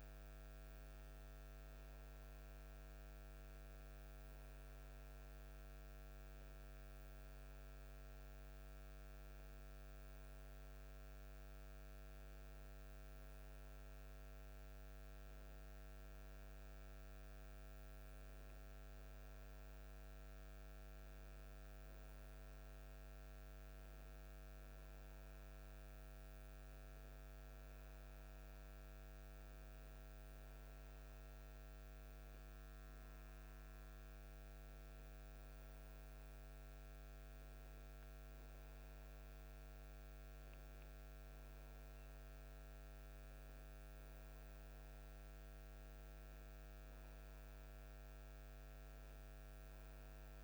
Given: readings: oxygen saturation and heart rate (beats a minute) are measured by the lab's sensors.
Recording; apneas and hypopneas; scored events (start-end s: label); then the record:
breathing in sleep, hard to hear, by a microphone on the trachea; none
none scored
From the record:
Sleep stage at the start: N2 (light sleep); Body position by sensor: on the right side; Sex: male